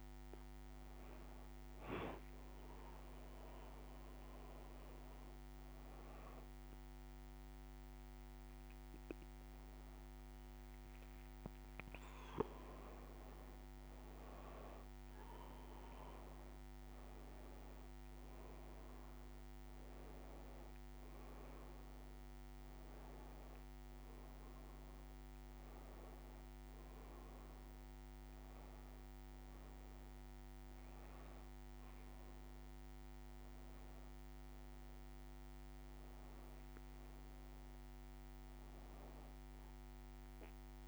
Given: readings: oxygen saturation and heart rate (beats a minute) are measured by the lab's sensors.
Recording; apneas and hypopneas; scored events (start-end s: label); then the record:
breathing in sleep, hard to hear, by a microphone on the trachea; none
none scored
From the record:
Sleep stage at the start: N2 (light sleep); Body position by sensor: on the back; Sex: female